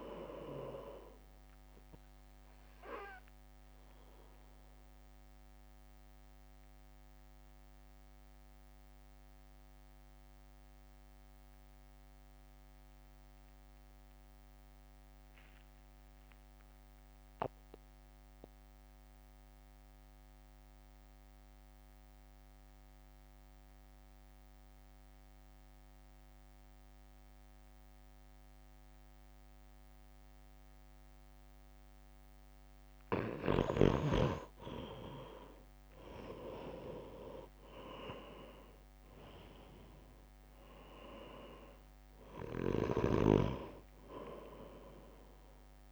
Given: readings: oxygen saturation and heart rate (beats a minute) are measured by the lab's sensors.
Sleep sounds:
breathing in sleep by a microphone on the trachea; 1
0.00-10.50 s: drop in pulse transit time (device-marked, heart rate 55 extreme)
0.00-21.50 s: oxygen desaturation (device-marked, oxygen 89% lowest, heart rate 55 extreme)
4.00-32.50 s: mixed apnea (oxygen 98% before, 88% lowest, heart rate 60 before, 54 extreme, up 5 after)
34.00-37.00 s: arousal
35.50-45.92 s: oxygen desaturation (device-marked, oxygen 97% before, 88% lowest, heart rate 63 before, 54 extreme)
40.50-45.92 s: drop in pulse transit time (device-marked, heart rate 62 before, 55 extreme)
From the record:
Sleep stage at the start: N2 (light sleep); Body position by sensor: on the right side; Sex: male

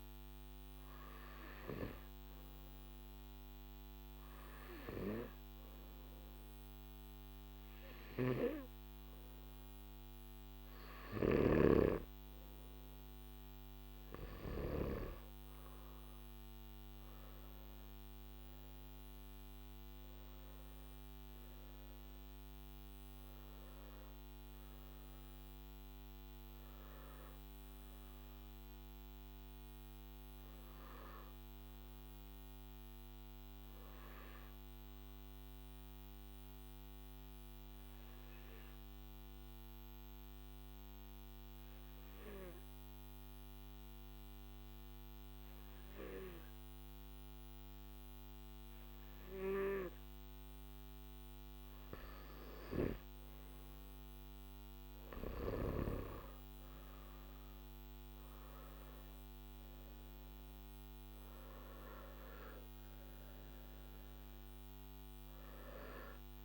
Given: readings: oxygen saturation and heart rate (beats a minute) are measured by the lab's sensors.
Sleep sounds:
breathing in sleep by a microphone on the trachea; 1
35.00-50.00 s: hypopnea (oxygen 96% before, 92% lowest, heart rate 56 before, 51 extreme, up 7 after)
54.50-66.45 s: oxygen desaturation (device-marked, oxygen 98% before, 92% lowest, heart rate 52 before, 51 extreme)
From the record:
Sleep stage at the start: N3 (deep sleep); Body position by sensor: on the back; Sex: male

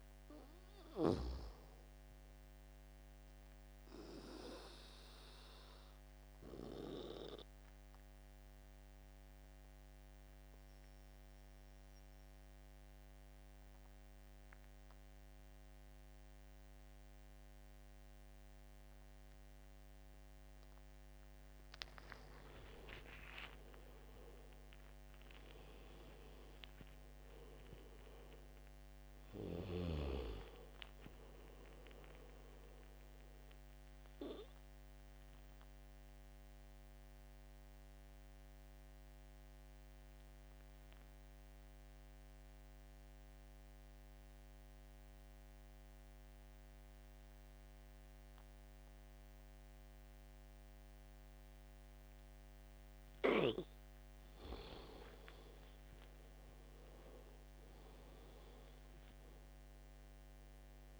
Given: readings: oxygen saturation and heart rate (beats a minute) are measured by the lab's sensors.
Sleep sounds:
breathing in sleep by a microphone on the trachea; 2
0.00-14.50 s: oxygen desaturation (device-marked, oxygen 75% lowest, heart rate 70 extreme)
3.50-20.00 s: obstructive apnea (oxygen 97% before, 75% lowest, heart rate 94 before, 68 extreme, up 8 after)
22.00-26.50 s: arousal
34.00-54.50 s: obstructive apnea (oxygen 98% before, 84% lowest, heart rate 80 before, 68 extreme, up 37 after)
37.50-49.50 s: oxygen desaturation (device-marked, oxygen 95% before, 88% lowest, heart rate 83 before, 69 extreme)
57.50-61.00 s: arousal
From the record:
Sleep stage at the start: N2 (light sleep); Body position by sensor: on the back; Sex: male

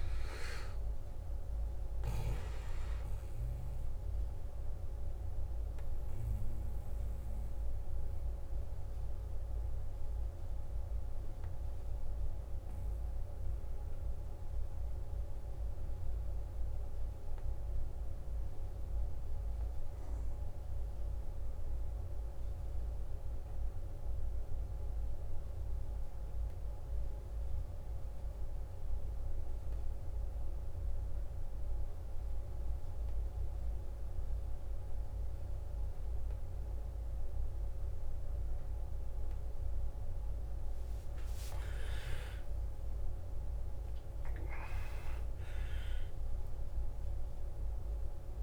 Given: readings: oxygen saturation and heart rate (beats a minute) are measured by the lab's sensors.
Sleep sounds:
breathing in sleep, hard to hear, by a room microphone; 1
0.00-16.50 s: oxygen desaturation (device-marked, oxygen 91% lowest, heart rate 55 extreme)
6.00-40.50 s: obstructive apnea (oxygen 98% before, 89% lowest, heart rate 61 before, 55 extreme, up 13 after)
33.50-48.43 s: oxygen desaturation (device-marked, oxygen 97% before, 89% lowest, heart rate 56 before, 53 extreme)
41.50-46.00 s: arousal
From the record:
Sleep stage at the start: N2 (light sleep); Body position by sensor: on the back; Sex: male

